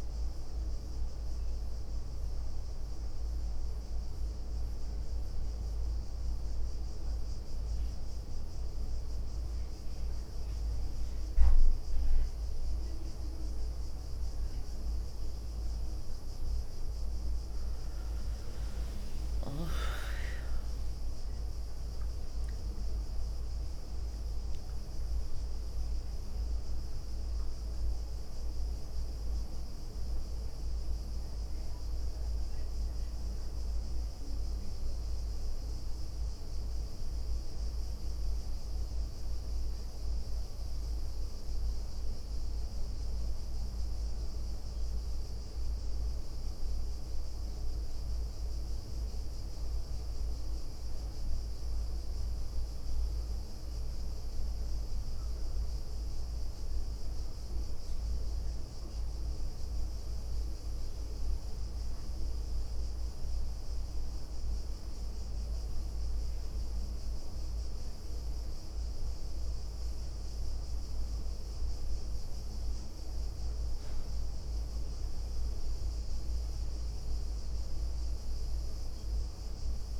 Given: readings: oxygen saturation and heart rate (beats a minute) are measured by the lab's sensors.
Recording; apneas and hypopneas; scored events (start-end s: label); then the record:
breathing in sleep, hard to hear, by a room microphone; 1
7.50-9.00 s: leg movement (device-marked)
10.00-12.00 s: leg movement (device-marked)
13.50-15.50 s: leg movement (device-marked)
17.50-27.50 s: leg movement (device-marked)
19.50-24.00 s: arousal
28.50-39.00 s: hypopnea (oxygen 97% before, 94% lowest, heart rate 74 before, 71 extreme, up 3 after)
33.50-36.50 s: leg movement (device-marked)
36.50-40.00 s: leg movement (device-marked)
40.50-44.00 s: arousal
42.50-43.50 s: leg movement (device-marked)
45.00-47.00 s: leg movement (device-marked)
48.50-51.50 s: leg movement (device-marked)
55.00-71.00 s: oxygen desaturation (device-marked, oxygen 99% before, 95% lowest, heart rate 73 before, 72 extreme)
55.50-58.00 s: leg movement (device-marked)
58.50-60.50 s: leg movement (device-marked)
61.00-63.00 s: leg movement (device-marked)
66.50-73.00 s: leg movement (device-marked)
71.00-80.00 s: new sleep stage, N2 (light sleep)
71.50-76.00 s: arousal
78.00-79.00 s: leg movement (device-marked)
From the record:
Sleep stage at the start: N1 (lightest sleep); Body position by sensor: on the right side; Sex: female